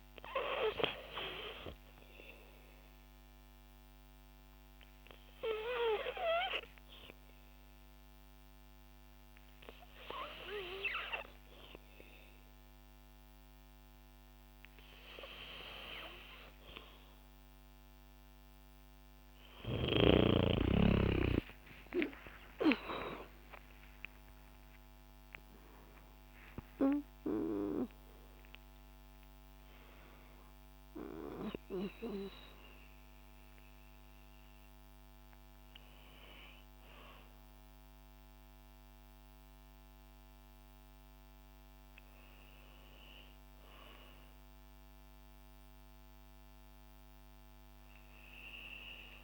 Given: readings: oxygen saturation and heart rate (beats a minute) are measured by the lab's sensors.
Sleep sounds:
breathing in sleep by a microphone on the trachea; 1
1.50-13.00 s: hypopnea (oxygen 95% before, 89% lowest, heart rate 57 before, 57 extreme, up 0 after)
20.50-27.50 s: arousal
24.00-38.00 s: oxygen desaturation (device-marked, oxygen 93% before, 89% lowest)
From the record:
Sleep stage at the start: N2 (light sleep); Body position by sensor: on the back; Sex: female

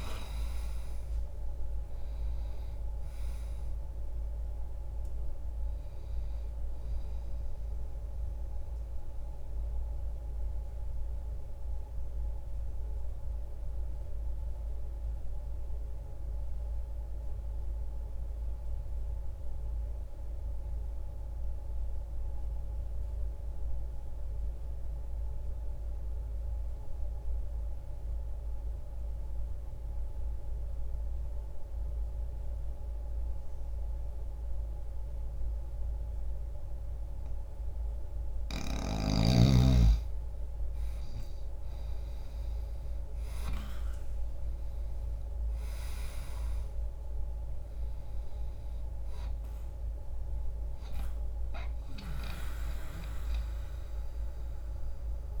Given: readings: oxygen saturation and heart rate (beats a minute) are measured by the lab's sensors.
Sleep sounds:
breathing in sleep by a room microphone; 1
8.00-38.00 s: mixed apnea (oxygen 97% before, 83% lowest, heart rate 66 before, 60 extreme, up 15 after)
25.50-35.50 s: oxygen desaturation (device-marked, oxygen 95% before, 85% lowest, heart rate 64 before, 60 extreme)
39.50-43.50 s: arousal
43.50-55.40 s: oxygen desaturation (device-marked, oxygen 97% before, 83% lowest, heart rate 82 before, 60 extreme)
From the record:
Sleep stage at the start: N2 (light sleep); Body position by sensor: on the left side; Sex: male

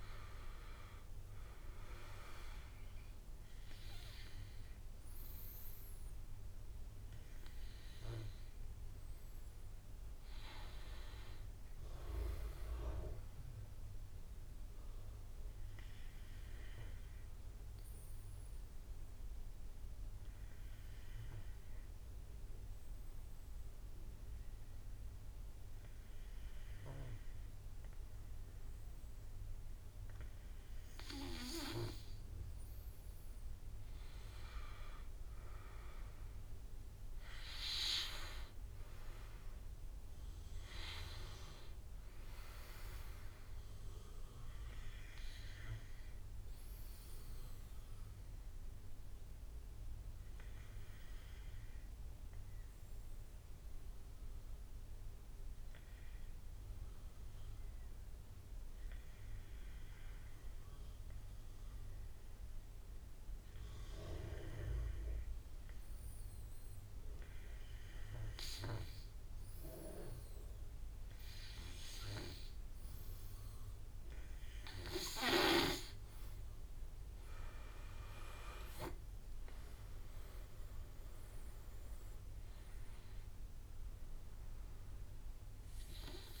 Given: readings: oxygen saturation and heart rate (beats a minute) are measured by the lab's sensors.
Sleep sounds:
breathing in sleep by a room microphone; 2
0.00-23.00 s: oxygen desaturation (device-marked, oxygen 90% lowest, heart rate 47 extreme)
14.00-31.00 s: obstructive apnea (oxygen 96% before, 90% lowest, heart rate 58 before, 44 extreme, up 12 after)
33.50-37.00 s: arousal
34.00-58.00 s: oxygen desaturation (device-marked, oxygen 99% before, 92% lowest, heart rate 52 before, 44 extreme)
44.50-73.50 s: obstructive apnea (oxygen 99% before, 89% lowest, heart rate 55 before, 43 extreme, up 17 after)
69.00-86.40 s: oxygen desaturation (device-marked, oxygen 99% before, 90% lowest, heart rate 49 before, 43 extreme)
77.50-81.50 s: arousal
79.00-86.40 s: drop in pulse transit time (device-marked, heart rate 53 before, 43 extreme)
From the record:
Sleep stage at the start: N2 (light sleep); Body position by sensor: on the back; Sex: male

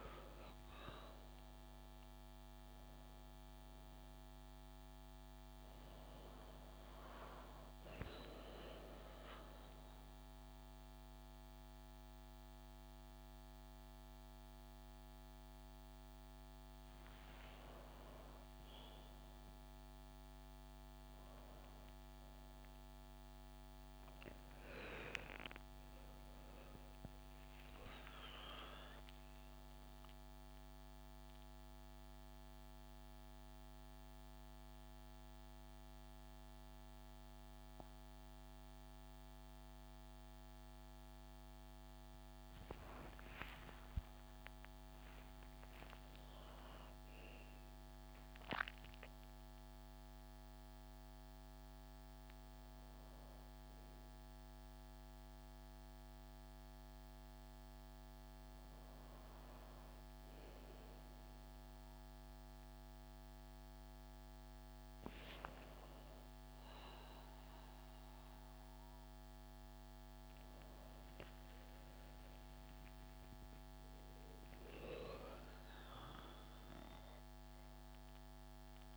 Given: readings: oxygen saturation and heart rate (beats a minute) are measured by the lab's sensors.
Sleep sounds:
a person awake in a sleep study, hard to hear, by a microphone on the trachea; none
58.50-78.97 s: new sleep stage, N1 (lightest sleep)
From the record:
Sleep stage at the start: awake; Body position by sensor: on the back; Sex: female

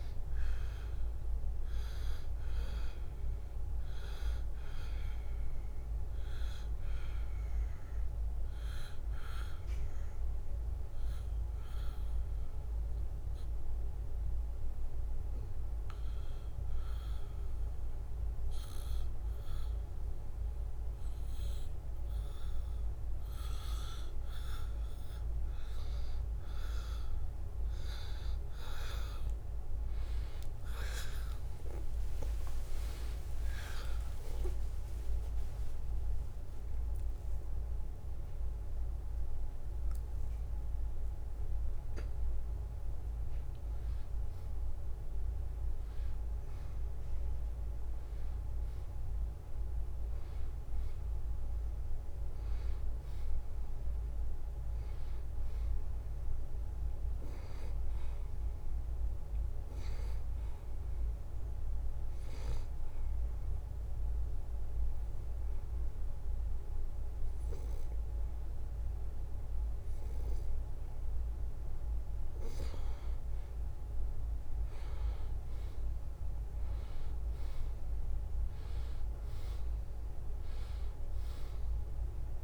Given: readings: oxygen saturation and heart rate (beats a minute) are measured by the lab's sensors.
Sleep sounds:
breathing in sleep, hard to hear, by a room microphone; 2
0.00-15.00 s: oxygen desaturation (device-marked, oxygen 90% lowest, heart rate 72 extreme)
6.50-26.00 s: obstructive apnea (oxygen 94% before, 89% lowest, heart rate 73 before, 72 extreme, up 3 after)
29.00-49.00 s: oxygen desaturation (device-marked, oxygen 94% before, 89% lowest, heart rate 73 before, 73 extreme)
34.00-39.50 s: arousal
62.50-73.00 s: obstructive apnea (oxygen 95% before, 89% lowest, heart rate 77 before, 72 extreme, up 0 after)
75.50-80.00 s: arousal
From the record:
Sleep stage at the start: N2 (light sleep); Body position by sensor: on the back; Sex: male

